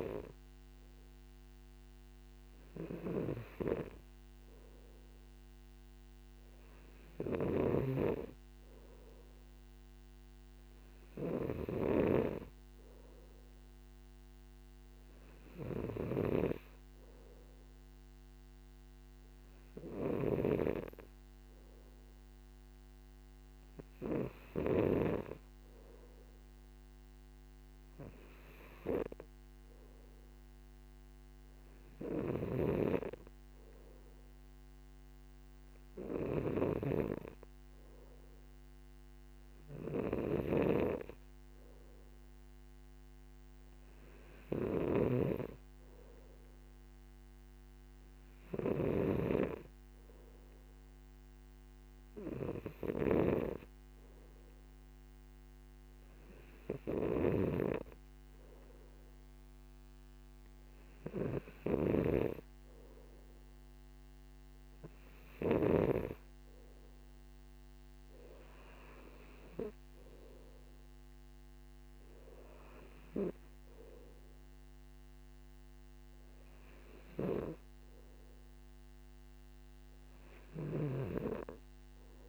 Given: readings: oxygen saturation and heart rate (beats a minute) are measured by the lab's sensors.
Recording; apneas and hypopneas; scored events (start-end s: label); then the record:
breathing in sleep by a microphone on the trachea; none
8.00-25.50 s: snoring (device-marked)
33.00-66.50 s: snoring (device-marked)
From the record:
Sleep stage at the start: N2 (light sleep); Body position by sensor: on the back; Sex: male